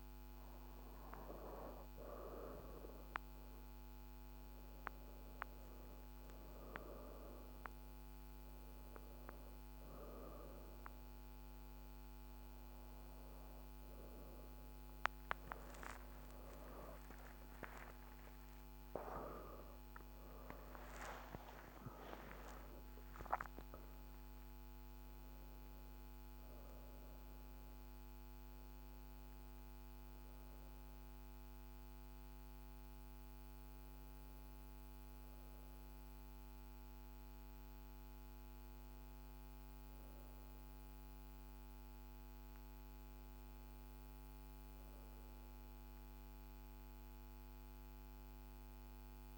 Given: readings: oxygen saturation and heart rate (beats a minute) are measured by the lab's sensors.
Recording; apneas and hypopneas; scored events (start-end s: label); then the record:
breathing in sleep by a microphone on the trachea; none
0.00-11.00 s: oxygen desaturation (device-marked, oxygen 91% lowest, heart rate 34 extreme)
15.00-20.50 s: arousal
From the record:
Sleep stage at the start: N1 (lightest sleep); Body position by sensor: on the back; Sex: female